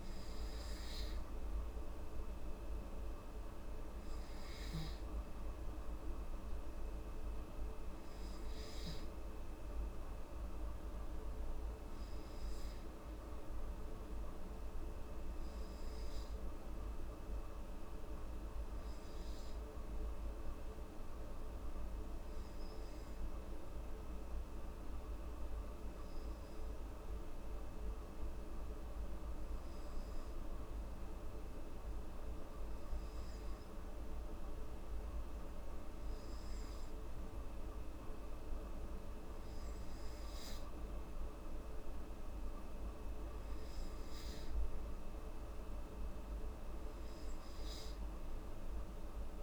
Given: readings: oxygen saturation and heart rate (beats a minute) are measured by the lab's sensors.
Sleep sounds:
a person partly awake in a sleep study, hard to hear, by a room microphone; 1
8.50-49.43 s: new sleep stage, N2 (light sleep)
16.00-32.00 s: hypopnea (oxygen 98% before, 94% lowest, heart rate 75 before, 65 extreme, up 3 after)
33.50-36.50 s: arousal
From the record:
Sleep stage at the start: awake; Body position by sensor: on the back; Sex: female

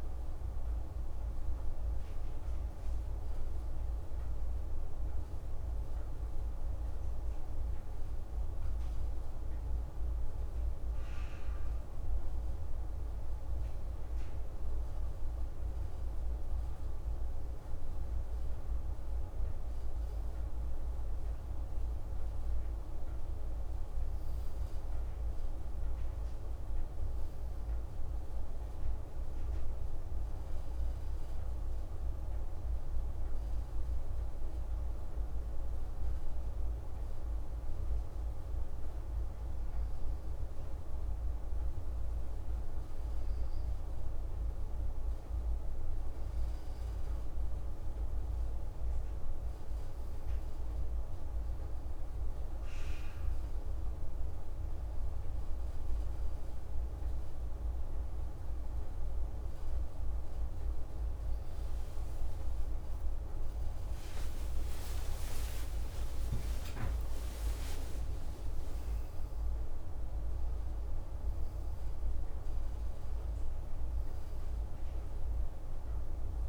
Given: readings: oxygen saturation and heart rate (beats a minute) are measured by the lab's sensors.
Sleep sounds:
breathing in sleep, hard to hear, by a room microphone; 2
3.00-14.00 s: hypopnea (oxygen 96% before, 94% lowest)
16.00-19.50 s: arousal
31.00-47.00 s: obstructive apnea (oxygen 97% before, 93% lowest)
50.50-76.49 s: new sleep stage, N1 (lightest sleep)
62.50-68.50 s: arousal
From the record:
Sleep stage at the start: N2 (light sleep); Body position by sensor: on the back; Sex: male

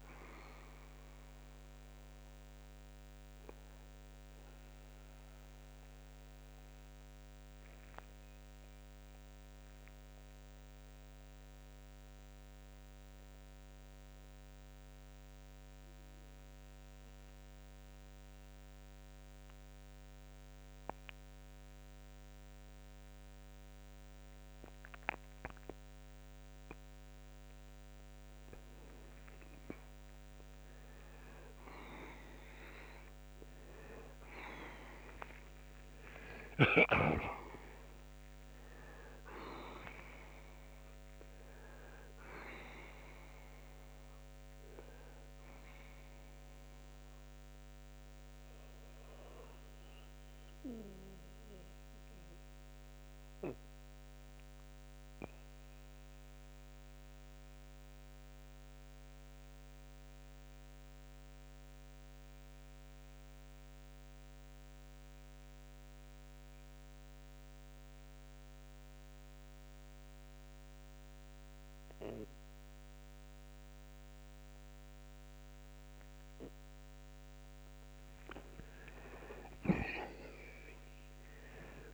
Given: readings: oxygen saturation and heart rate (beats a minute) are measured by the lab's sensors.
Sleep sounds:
breathing in sleep by a microphone on the trachea; 2
0.00-33.50 s: oxygen desaturation (device-marked, oxygen 80% lowest, heart rate 65 extreme)
9.50-28.00 s: central apnea (oxygen 96% before, 80% lowest, heart rate 134 before, 65 extreme, up 41 after)
32.00-36.50 s: arousal
47.00-77.50 s: mixed apnea (oxygen 96% before, 82% lowest)
54.50-76.50 s: oxygen desaturation (device-marked, oxygen 94% before, 85% lowest)
80.50-81.94 s: arousal
From the record:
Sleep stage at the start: N2 (light sleep); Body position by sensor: on the back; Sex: male

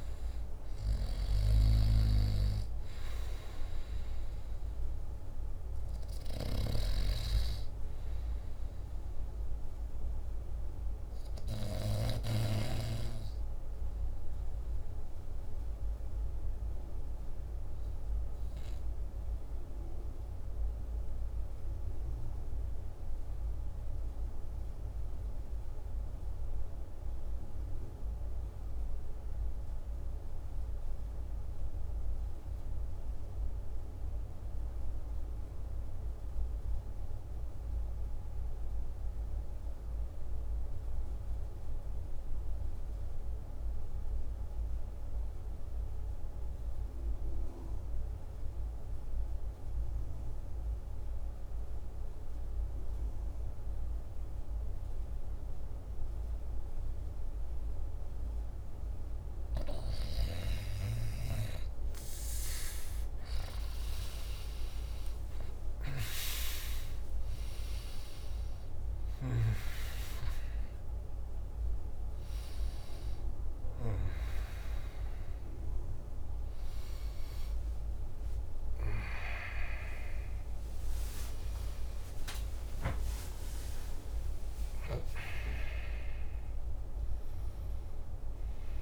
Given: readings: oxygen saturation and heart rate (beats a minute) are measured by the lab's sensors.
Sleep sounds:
breathing in sleep by a room microphone; 1
0.00-20.00 s: oxygen desaturation (device-marked, oxygen 76% lowest, heart rate 50 extreme)
17.50-59.00 s: obstructive apnea (oxygen 86% before, 70% lowest, heart rate 58 before, 51 extreme, up 16 after)
39.00-88.82 s: oxygen desaturation (device-marked, oxygen 98% before, 70% lowest, heart rate 52 before, 52 extreme)
73.00-88.82 s: new sleep stage, N1 (lightest sleep)
76.50-84.00 s: arousal
From the record:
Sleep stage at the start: REM sleep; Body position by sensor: on the back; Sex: male

